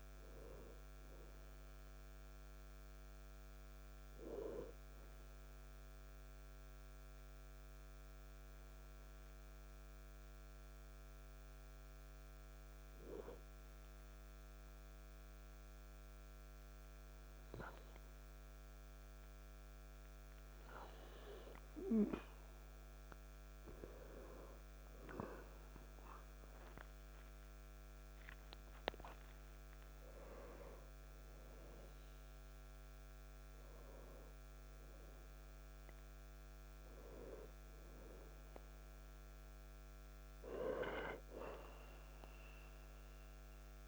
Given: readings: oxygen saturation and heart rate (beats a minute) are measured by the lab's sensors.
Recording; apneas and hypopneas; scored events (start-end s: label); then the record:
breathing in sleep by a microphone on the trachea; 1
7.50-19.50 s: hypopnea (oxygen 97% before, 93% lowest, heart rate 57 before, 53 extreme)
17.00-43.88 s: new sleep stage, N2 (light sleep)
27.50-32.00 s: arousal
32.00-43.00 s: oxygen desaturation (device-marked, oxygen 97% before, 94% lowest, heart rate 55 before, 52 extreme)
From the record:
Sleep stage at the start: N1 (lightest sleep); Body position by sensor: on the back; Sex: male